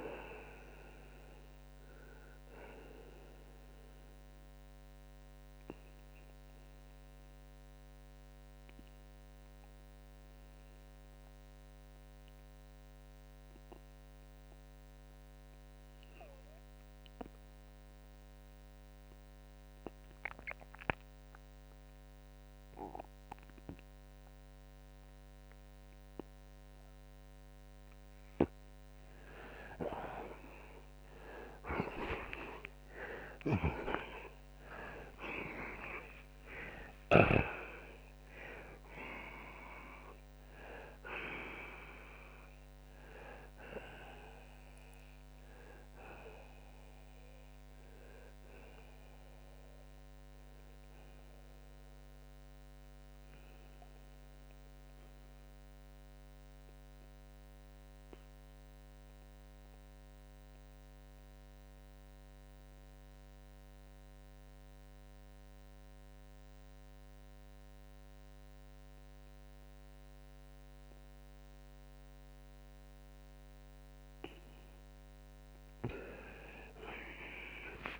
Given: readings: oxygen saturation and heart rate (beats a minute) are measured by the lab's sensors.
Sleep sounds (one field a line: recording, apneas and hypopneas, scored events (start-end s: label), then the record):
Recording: breathing in sleep by a microphone on the trachea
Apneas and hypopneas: 2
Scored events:
3.00-28.50 s: obstructive apnea (oxygen 95% before, 83% lowest, heart rate 85 before, 66 extreme, up 54 after)
16.00-29.00 s: oxygen desaturation (device-marked, oxygen 93% before, 87% lowest, heart rate 78 before, 82 extreme)
25.00-78.00 s: new sleep stage, N1 (lightest sleep)
30.00-35.50 s: arousal
52.00-73.00 s: obstructive apnea (oxygen 93% before, 83% lowest, heart rate 100 before, 69 extreme, up 16 after)
60.00-78.00 s: oxygen desaturation (device-marked, oxygen 92% before, 83% lowest, heart rate 84 before, 71 extreme)
75.00-78.00 s: arousal
From the record:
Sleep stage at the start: N2 (light sleep)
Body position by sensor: on the right side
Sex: male